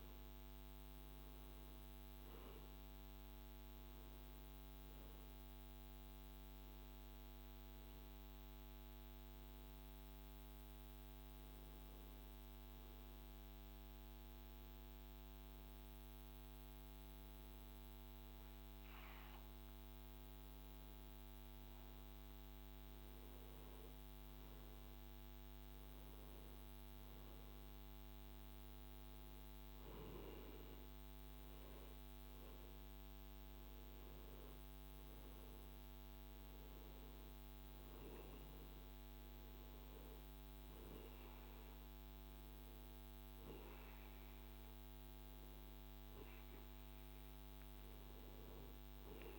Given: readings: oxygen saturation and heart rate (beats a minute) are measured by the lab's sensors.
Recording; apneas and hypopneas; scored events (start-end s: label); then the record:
breathing in sleep, hard to hear, by a microphone on the trachea; none
none scored
From the record:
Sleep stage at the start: N2 (light sleep); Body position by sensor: on the right side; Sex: male